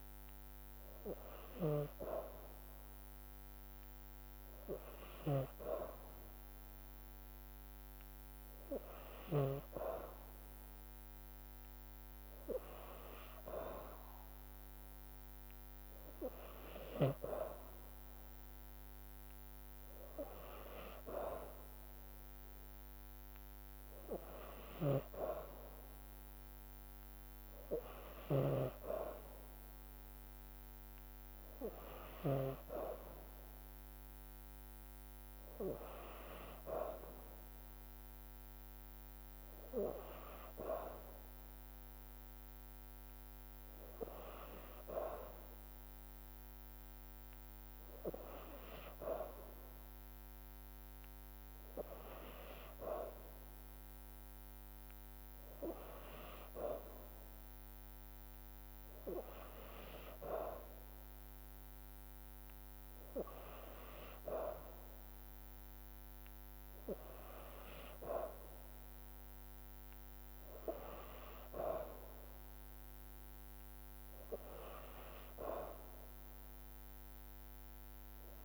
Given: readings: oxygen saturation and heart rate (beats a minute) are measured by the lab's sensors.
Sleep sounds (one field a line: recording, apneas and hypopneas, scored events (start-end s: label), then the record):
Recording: breathing in sleep by a microphone on the trachea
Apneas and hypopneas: none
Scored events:
53.00-62.00 s: drop in pulse transit time (device-marked, heart rate 55 before, 55 extreme)
From the record:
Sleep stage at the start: N2 (light sleep)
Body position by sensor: on the back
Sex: female